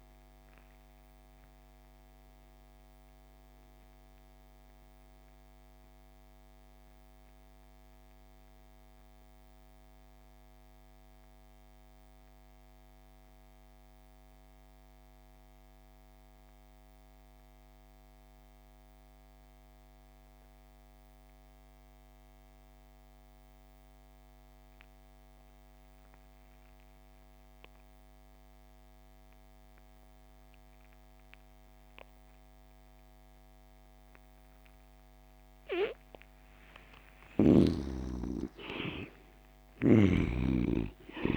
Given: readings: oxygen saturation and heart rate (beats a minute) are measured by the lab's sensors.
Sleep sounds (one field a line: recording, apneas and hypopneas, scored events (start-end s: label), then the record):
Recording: breathing in sleep by a microphone on the trachea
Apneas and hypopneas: 1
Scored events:
0.00-17.50 s: oxygen desaturation (device-marked, oxygen 71% lowest)
2.50-36.50 s: mixed apnea (oxygen 97% before, 71% lowest)
30.50-41.37 s: oxygen desaturation (device-marked, oxygen 98% before, 75% lowest)
37.50-41.37 s: arousal
From the record:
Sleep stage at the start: N2 (light sleep)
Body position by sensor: on the back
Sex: male